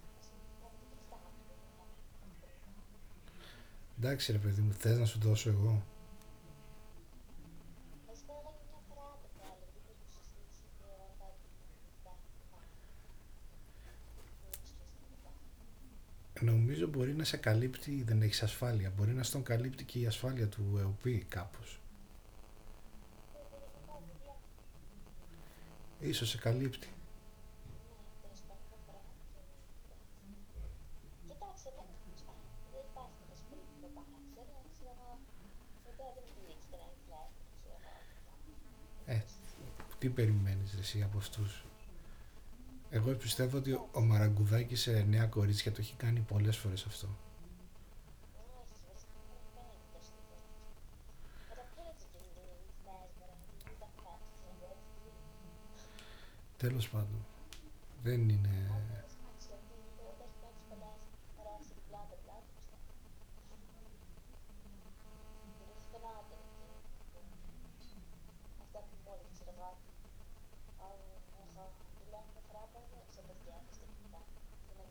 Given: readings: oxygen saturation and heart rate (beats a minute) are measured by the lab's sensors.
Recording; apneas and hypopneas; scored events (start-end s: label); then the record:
a person awake in a sleep study, by a room microphone; none
4.00-74.91 s: new sleep stage, awake
From the record:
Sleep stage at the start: N2 (light sleep); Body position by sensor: on the back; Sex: male